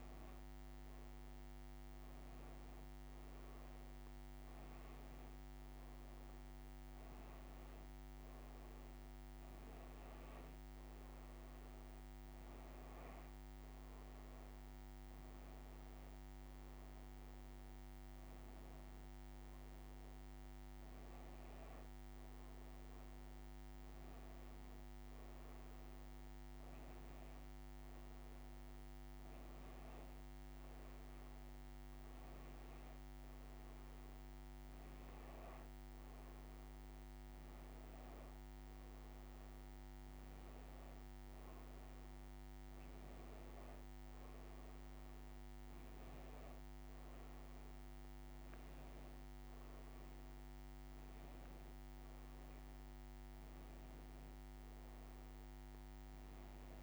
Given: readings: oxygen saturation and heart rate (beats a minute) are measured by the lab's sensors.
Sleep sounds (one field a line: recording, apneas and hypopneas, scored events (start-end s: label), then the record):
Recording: breathing in sleep, hard to hear, by a microphone on the trachea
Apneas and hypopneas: none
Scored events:
none scored
From the record:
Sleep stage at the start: N2 (light sleep)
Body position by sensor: on the back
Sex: female